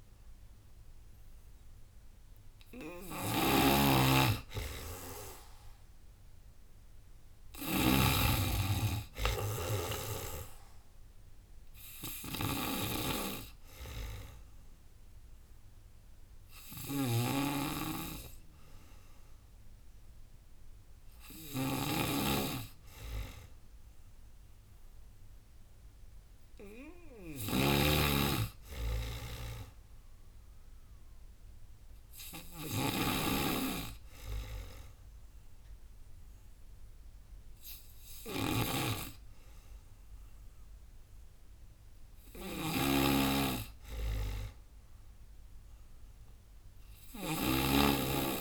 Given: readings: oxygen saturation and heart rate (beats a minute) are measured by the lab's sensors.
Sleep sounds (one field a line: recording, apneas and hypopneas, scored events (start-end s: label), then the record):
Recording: breathing in sleep by a room microphone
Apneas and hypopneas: none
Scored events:
0.00-2.00 s: long interval between heartbeats (device-marked, heart rate 109 before, 108 extreme)
0.00-10.00 s: tachycardia (device-marked, heart rate 127 extreme)
2.00-4.00 s: long interval between heartbeats (device-marked, heart rate 110 before, 114 extreme)
2.50-48.41 s: snoring (device-marked)
4.00-16.00 s: drop in pulse transit time (device-marked, heart rate 111 before, 89 extreme)
5.50-7.50 s: long interval between heartbeats (device-marked, heart rate 111 before, 113 extreme)
12.00-18.00 s: tachycardia (device-marked, heart rate 89 before, 110 extreme)
15.50-17.50 s: long interval between heartbeats (device-marked, heart rate 112 before, 110 extreme)
29.50-31.50 s: long interval between heartbeats (device-marked, heart rate 96 before, 97 extreme)
31.50-33.50 s: long interval between heartbeats (device-marked, heart rate 95 before, 99 extreme)
38.00-40.00 s: tachycardia (device-marked, heart rate 95 before, 88 extreme)
40.00-42.00 s: long interval between heartbeats (device-marked, heart rate 90 before, 94 extreme)
46.00-48.41 s: tachycardia (device-marked, heart rate 96 before, 138 extreme)
From the record:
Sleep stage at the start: N2 (light sleep)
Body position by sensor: on the back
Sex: female